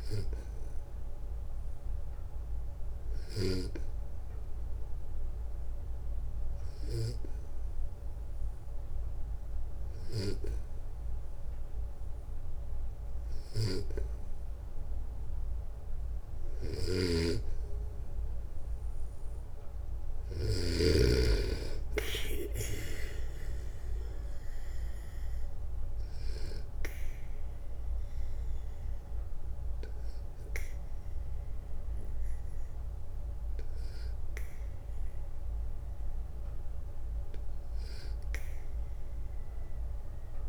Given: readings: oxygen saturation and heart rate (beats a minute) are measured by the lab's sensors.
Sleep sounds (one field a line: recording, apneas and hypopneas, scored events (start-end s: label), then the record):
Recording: breathing in sleep by a room microphone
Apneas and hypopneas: 1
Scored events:
2.50-6.50 s: snoring (device-marked)
3.00-15.00 s: hypopnea (oxygen 96% before, 92% lowest, heart rate 63 before, 60 extreme, up 3 after)
16.00-20.00 s: snoring (device-marked)
17.00-20.50 s: arousal
From the record:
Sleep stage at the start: N2 (light sleep)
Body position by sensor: on the back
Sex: male